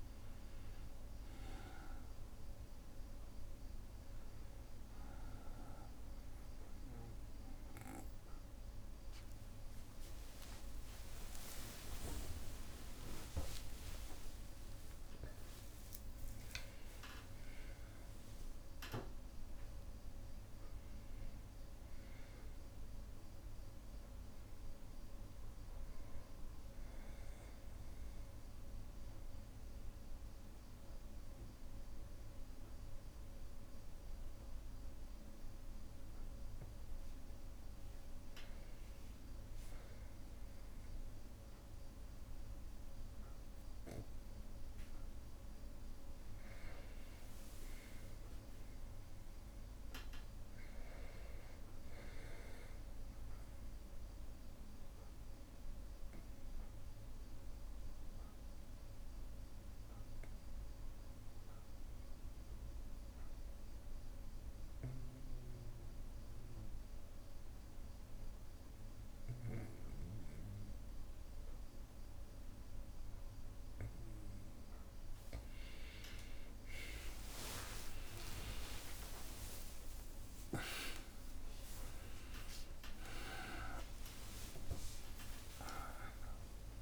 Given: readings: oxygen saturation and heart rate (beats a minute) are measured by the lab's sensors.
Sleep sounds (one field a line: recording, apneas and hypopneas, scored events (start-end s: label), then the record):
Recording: breathing in sleep by a room microphone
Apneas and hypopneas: 2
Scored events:
9.00-15.00 s: tachycardia (device-marked, heart rate 65 before, 119 extreme)
10.50-15.50 s: arousal
12.00-14.00 s: long interval between heartbeats (device-marked, heart rate 64 before, 108 extreme)
14.00-16.00 s: long interval between heartbeats (device-marked, heart rate 69 before, 119 extreme)
16.50-18.50 s: long interval between heartbeats (device-marked, heart rate 75 before, 127 extreme)
26.50-38.50 s: obstructive apnea (oxygen 98% before, 91% lowest, heart rate 89 before, 60 extreme, up 2 after)
40.00-44.50 s: arousal
44.00-66.00 s: oxygen desaturation (device-marked, oxygen 98% before, 95% lowest, heart rate 62 before, 60 extreme)
56.50-74.00 s: obstructive apnea (oxygen 99% before, 91% lowest, heart rate 62 before, 60 extreme, up 52 after)
76.00-86.82 s: oxygen desaturation (device-marked, oxygen 96% before, 91% lowest, heart rate 61 before, 61 extreme)
77.00-83.00 s: tachycardia (device-marked, heart rate 66 before, 113 extreme)
79.00-81.00 s: long interval between heartbeats (device-marked, heart rate 62 before, 94 extreme)
81.00-83.00 s: long interval between heartbeats (device-marked, heart rate 66 before, 112 extreme)
84.00-86.00 s: long interval between heartbeats (device-marked, heart rate 74 before, 102 extreme)
84.00-86.82 s: new sleep stage, awake
From the record:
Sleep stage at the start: N2 (light sleep)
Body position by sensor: on the back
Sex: male